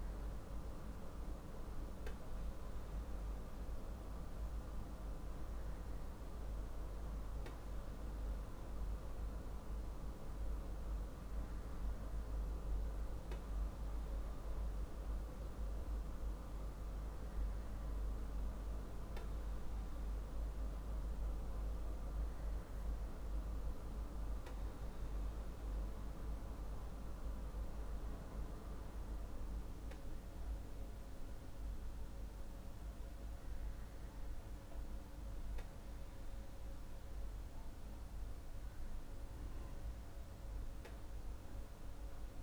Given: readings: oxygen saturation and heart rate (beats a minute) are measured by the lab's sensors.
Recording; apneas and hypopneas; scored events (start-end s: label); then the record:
breathing in sleep, hard to hear, by a room microphone; none
none scored
From the record:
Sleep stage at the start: N2 (light sleep); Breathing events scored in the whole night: 78 in 6.0 hours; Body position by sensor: on the back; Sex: male